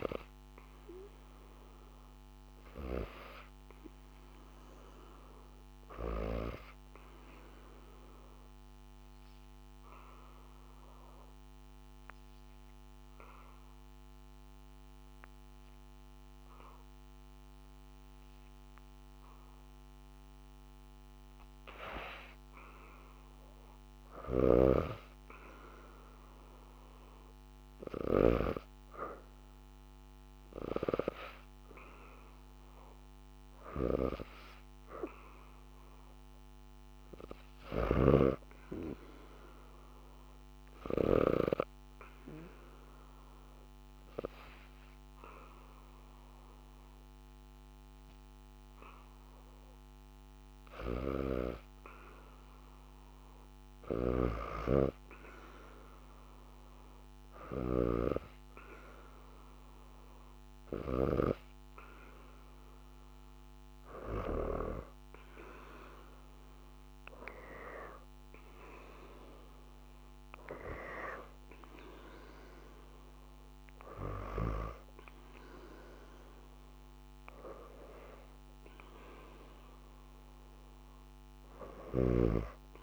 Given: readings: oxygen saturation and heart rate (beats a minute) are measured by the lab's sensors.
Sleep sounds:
breathing in sleep by a microphone on the trachea; 2
1.00-9.00 s: oxygen desaturation (device-marked, oxygen 94% before, 91% lowest, heart rate 78 before, 72 extreme)
7.00-20.00 s: obstructive apnea (oxygen 95% before, 83% lowest, heart rate 79 before, 72 extreme)
23.50-28.00 s: arousal
23.50-37.50 s: snoring (device-marked)
25.00-46.00 s: oxygen desaturation (device-marked, oxygen 97% before, 83% lowest, heart rate 77 before, 71 extreme)
41.00-51.00 s: obstructive apnea (oxygen 98% before, 83% lowest, heart rate 74 before, 71 extreme, up 0 after)
53.50-64.00 s: snoring (device-marked)
63.00-67.50 s: arousal
72.00-82.83 s: oxygen desaturation (device-marked, oxygen 93% before, 89% lowest, heart rate 75 before, 73 extreme)
From the record:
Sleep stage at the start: N2 (light sleep); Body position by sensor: on the back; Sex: female

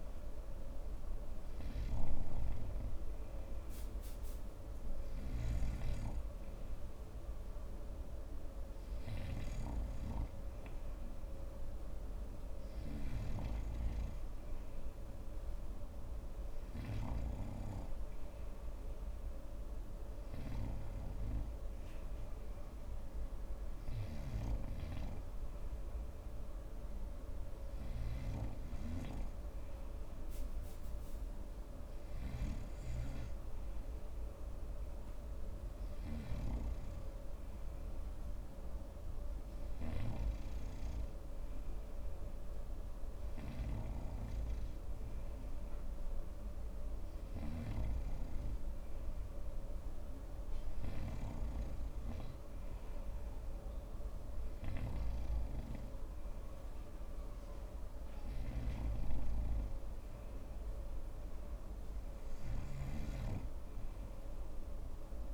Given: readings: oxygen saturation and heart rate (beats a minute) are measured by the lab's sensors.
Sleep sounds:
breathing in sleep by a room microphone; none
none scored
From the record:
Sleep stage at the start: N3 (deep sleep); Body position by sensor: on the front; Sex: male

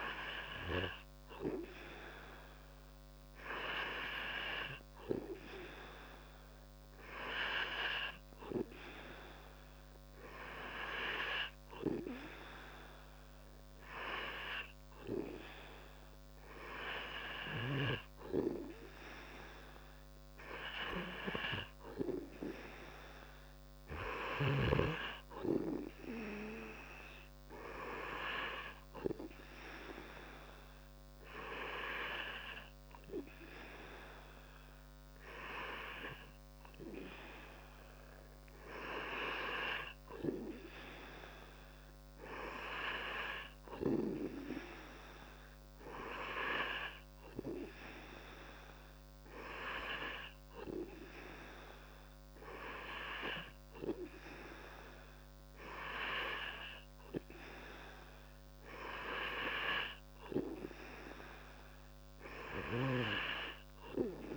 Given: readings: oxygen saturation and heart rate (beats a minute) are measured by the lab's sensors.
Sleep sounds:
breathing in sleep by a microphone on the trachea; none
none scored
From the record:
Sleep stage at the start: N2 (light sleep); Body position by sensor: on the back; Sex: male

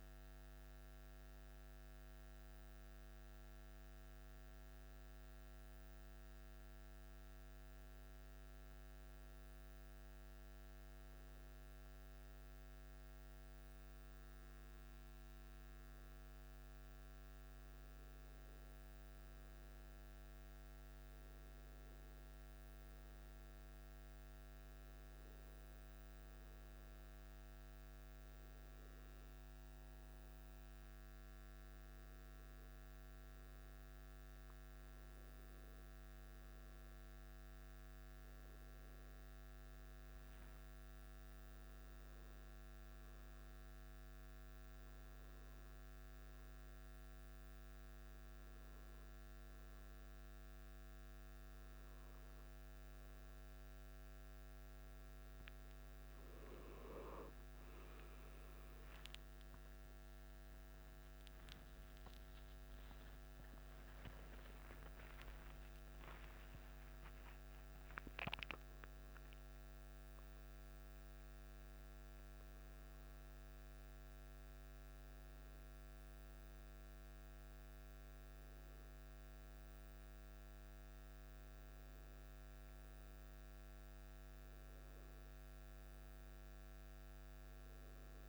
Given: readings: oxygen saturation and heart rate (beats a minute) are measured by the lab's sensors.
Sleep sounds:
breathing in sleep, hard to hear, by a microphone on the trachea; none
60.00-66.00 s: arousal
From the record:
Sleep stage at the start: N1 (lightest sleep); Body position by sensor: on the back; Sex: male

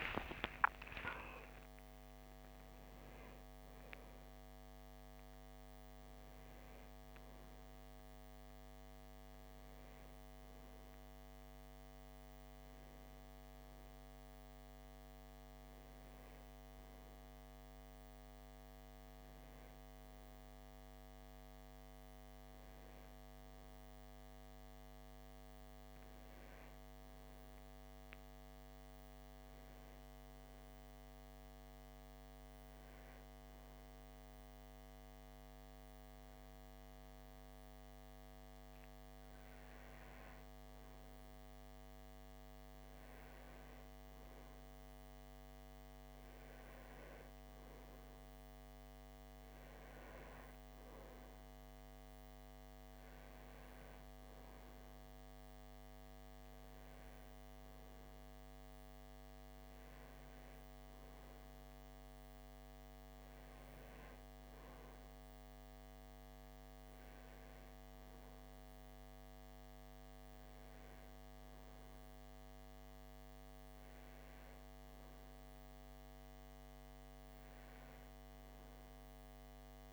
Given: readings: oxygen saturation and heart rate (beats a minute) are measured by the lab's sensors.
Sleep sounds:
breathing in sleep, hard to hear, by a microphone on the trachea; none
none scored
From the record:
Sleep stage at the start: N1 (lightest sleep); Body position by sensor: on the back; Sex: male

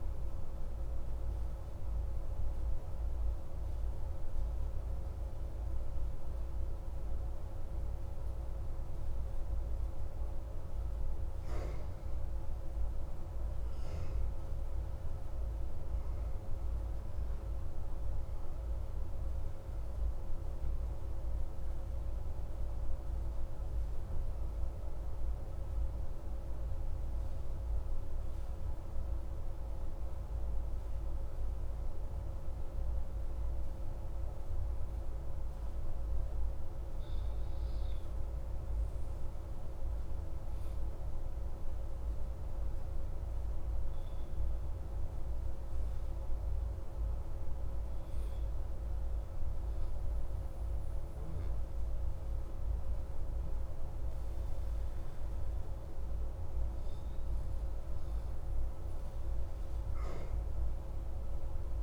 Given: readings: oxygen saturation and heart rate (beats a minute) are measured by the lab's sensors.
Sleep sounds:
breathing in sleep, hard to hear, by a room microphone; 1
2.00-35.50 s: mixed apnea (oxygen 99% before, 93% lowest)
36.50-41.50 s: arousal
38.00-51.00 s: oxygen desaturation (device-marked, oxygen 97% before, 93% lowest)
From the record:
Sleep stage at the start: N2 (light sleep); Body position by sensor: on the back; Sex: male

